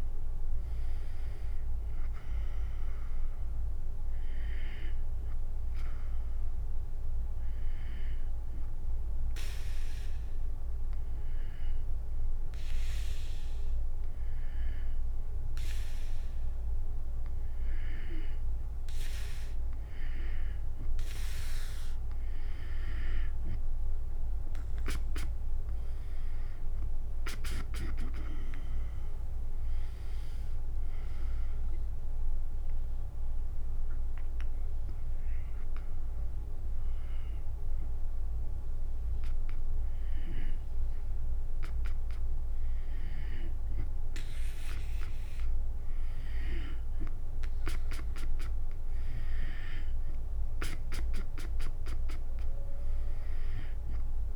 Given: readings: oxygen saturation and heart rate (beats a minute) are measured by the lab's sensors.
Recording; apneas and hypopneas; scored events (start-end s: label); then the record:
breathing in sleep by a room microphone; 2
0.00-5.50 s: drop in pulse transit time (device-marked, heart rate 71 extreme)
7.00-18.00 s: hypopnea (oxygen 97% before, 93% lowest, heart rate 75 before, 65 extreme, up 11 after)
26.50-30.00 s: arousal
32.00-43.50 s: hypopnea (oxygen 97% before, 93% lowest, heart rate 72 before, 66 extreme, up 6 after)
45.00-49.00 s: arousal
From the record:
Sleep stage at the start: N2 (light sleep); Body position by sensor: on the back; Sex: female